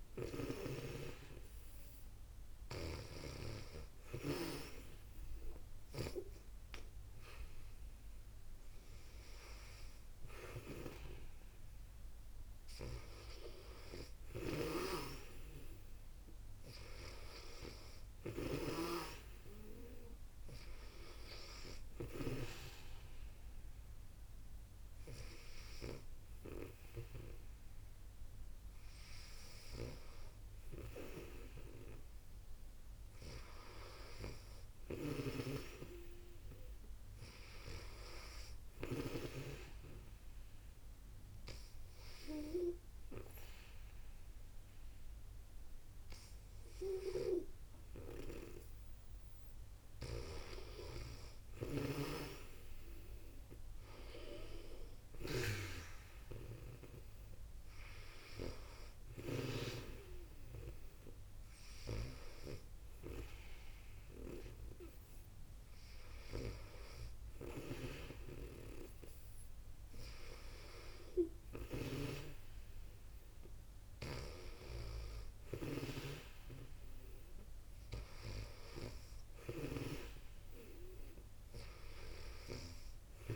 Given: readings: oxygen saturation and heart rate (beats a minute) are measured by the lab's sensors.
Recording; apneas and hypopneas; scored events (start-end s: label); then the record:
breathing in sleep by a room microphone; 1
2.50-6.00 s: snoring (device-marked)
14.00-18.50 s: snoring (device-marked)
34.50-39.00 s: snoring (device-marked)
39.50-49.50 s: obstructive apnea (oxygen 96% before, 93% lowest, heart rate 62 before, 58 extreme, up 4 after)
52.00-56.00 s: arousal
71.50-75.50 s: snoring (device-marked)
From the record:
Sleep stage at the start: N2 (light sleep); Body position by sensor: on the back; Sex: female